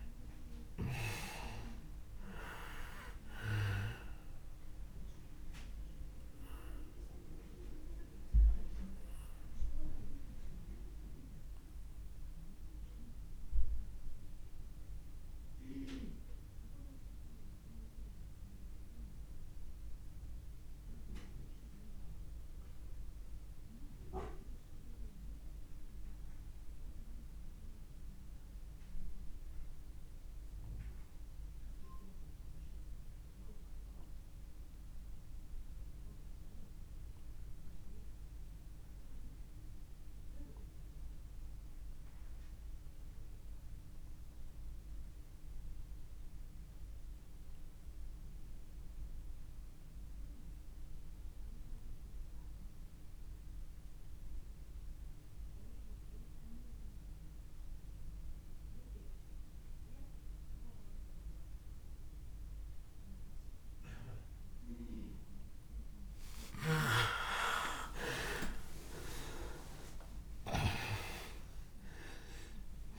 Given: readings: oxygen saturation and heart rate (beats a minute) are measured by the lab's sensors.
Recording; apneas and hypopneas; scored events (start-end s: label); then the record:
breathing in sleep by a room microphone; 1
4.00-28.00 s: oxygen desaturation (device-marked, oxygen 98% before, 93% lowest, heart rate 44 before, 25 extreme)
5.00-65.50 s: obstructive apnea (oxygen 99% before, 79% lowest)
42.00-72.99 s: oxygen desaturation (device-marked, oxygen 98% before, 79% lowest)
67.50-71.00 s: arousal
From the record:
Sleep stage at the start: N2 (light sleep); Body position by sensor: on the back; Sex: male